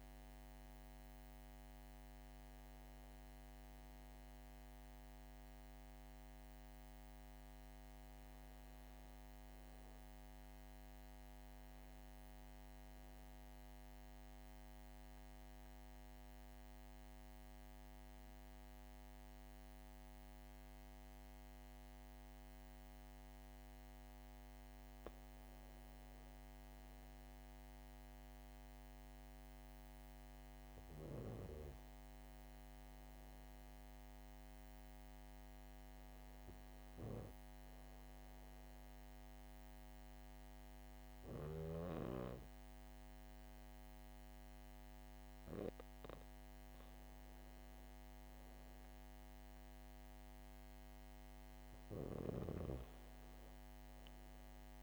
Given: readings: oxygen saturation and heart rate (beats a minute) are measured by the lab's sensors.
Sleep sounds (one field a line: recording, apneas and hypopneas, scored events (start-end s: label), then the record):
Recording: breathing in sleep by a microphone on the trachea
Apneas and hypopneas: 1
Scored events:
0.00-17.00 s: oxygen desaturation (device-marked, oxygen 93% lowest, heart rate 64 extreme)
14.50-25.50 s: obstructive apnea (oxygen 97% before, 95% lowest, heart rate 68 before, 64 extreme, up 2 after)
27.50-31.00 s: arousal
From the record:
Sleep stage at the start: N2 (light sleep)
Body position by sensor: on the back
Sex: female